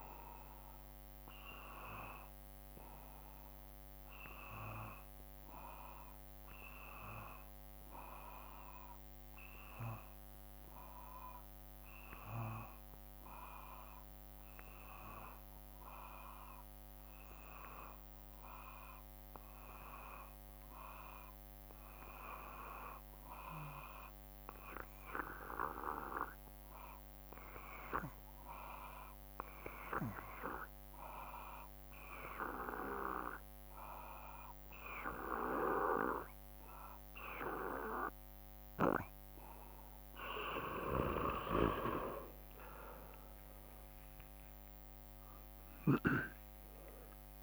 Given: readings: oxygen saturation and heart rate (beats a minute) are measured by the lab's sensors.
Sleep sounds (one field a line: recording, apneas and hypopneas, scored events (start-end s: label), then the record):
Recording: breathing in sleep by a microphone on the trachea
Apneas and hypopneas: 1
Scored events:
0.00-2.50 s: arousal
5.00-35.00 s: hypopnea (oxygen 94% before, 91% lowest, heart rate 56 before, 53 extreme, up 4 after)
27.50-30.50 s: oxygen desaturation (device-marked, oxygen 95% before, 93% lowest, heart rate 54 before, 57 extreme)
43.50-47.43 s: arousal
From the record:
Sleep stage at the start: N2 (light sleep)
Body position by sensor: on the back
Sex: male